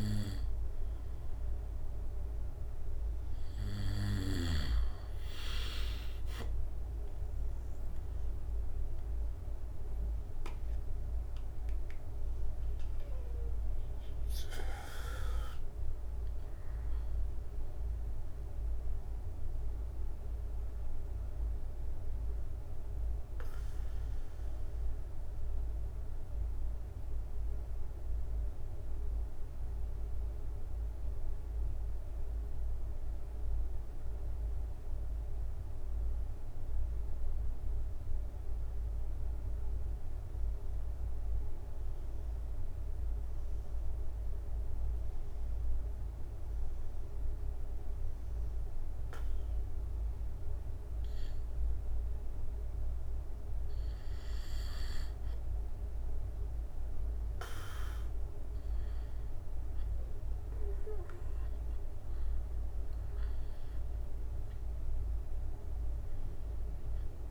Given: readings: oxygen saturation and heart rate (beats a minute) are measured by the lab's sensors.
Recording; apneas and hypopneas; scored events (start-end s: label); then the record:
breathing in sleep by a room microphone; 1
6.00-8.00 s: long interval between heartbeats (device-marked, heart rate 69 before, 61 extreme)
6.00-19.00 s: drop in pulse transit time (device-marked, heart rate 69 before, 61 extreme)
16.50-19.50 s: arousal
21.50-51.50 s: obstructive apnea (oxygen 95% before, 94% lowest, heart rate 73 before, 64 extreme, up 5 after)
54.50-58.00 s: arousal
61.00-67.31 s: drop in pulse transit time (device-marked, heart rate 71 before, 70 extreme)
From the record:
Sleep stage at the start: N2 (light sleep); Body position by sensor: on the back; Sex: male